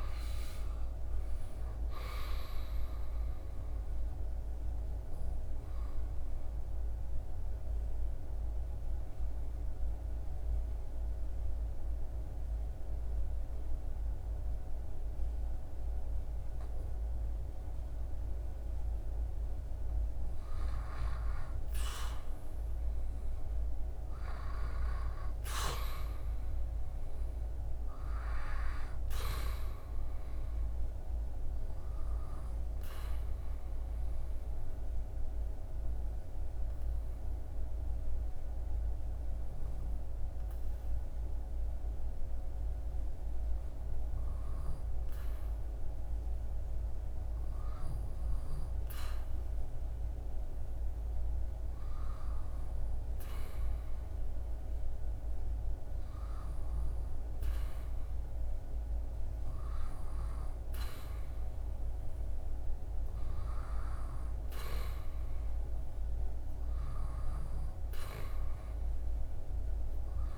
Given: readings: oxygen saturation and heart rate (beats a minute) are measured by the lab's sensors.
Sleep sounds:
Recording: breathing in sleep by a room microphone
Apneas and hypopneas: 2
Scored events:
4.00-18.50 s: obstructive apnea (oxygen 97% before, 94% lowest, heart rate 80 before, 75 extreme, up 4 after)
21.50-24.50 s: arousal
25.50-41.50 s: oxygen desaturation (device-marked, oxygen 99% before, 94% lowest, heart rate 77 before, 75 extreme)
34.00-44.50 s: obstructive apnea (oxygen 99% before, 94% lowest, heart rate 78 before, 75 extreme, up 4 after)
48.50-52.50 s: arousal
From the record:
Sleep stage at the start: N2 (light sleep)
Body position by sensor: on the back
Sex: male

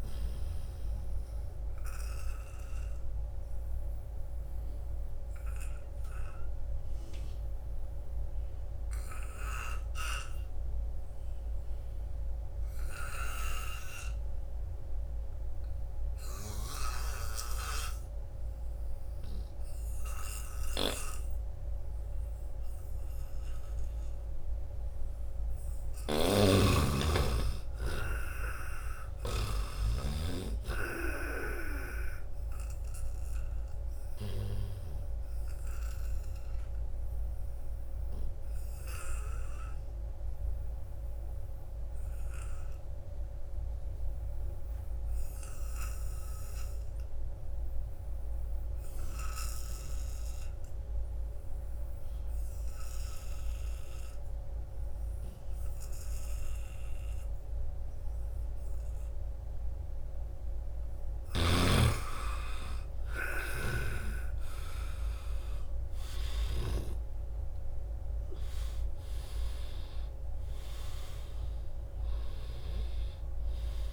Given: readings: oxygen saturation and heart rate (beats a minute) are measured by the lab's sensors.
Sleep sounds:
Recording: breathing in sleep by a room microphone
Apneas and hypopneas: 2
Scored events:
0.00-16.50 s: oxygen desaturation (device-marked, oxygen 81% lowest, heart rate 66 extreme)
0.50-25.00 s: obstructive apnea (oxygen 97% before, 80% lowest, heart rate 75 before, 77 extreme, up 3 after)
21.50-49.50 s: oxygen desaturation (device-marked, oxygen 97% before, 82% lowest, heart rate 80 before, 63 extreme)
26.00-29.50 s: snoring (device-marked)
27.00-30.50 s: arousal
36.50-60.00 s: obstructive apnea (oxygen 97% before, 80% lowest, heart rate 79 before, 63 extreme, up 12 after)
61.50-73.93 s: oxygen desaturation (device-marked, oxygen 96% before, 80% lowest, heart rate 78 before, 75 extreme)
62.00-66.00 s: arousal
From the record:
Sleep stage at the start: N2 (light sleep)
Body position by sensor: on the back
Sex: male

